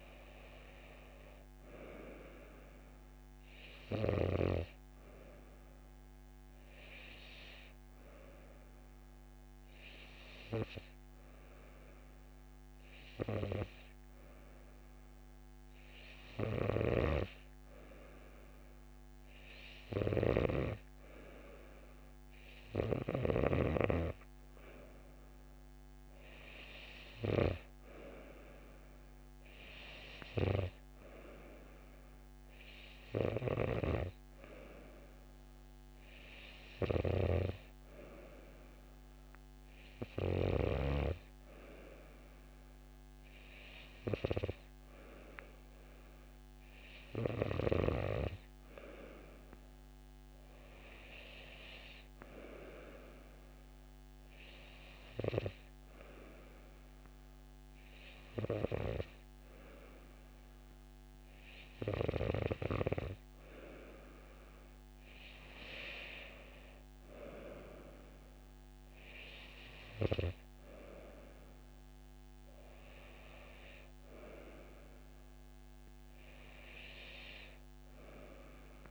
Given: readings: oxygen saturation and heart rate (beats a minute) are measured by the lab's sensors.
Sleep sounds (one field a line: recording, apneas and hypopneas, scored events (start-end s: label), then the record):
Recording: breathing in sleep by a microphone on the trachea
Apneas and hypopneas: none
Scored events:
none scored
From the record:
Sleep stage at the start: N2 (light sleep)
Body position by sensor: on the right side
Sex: female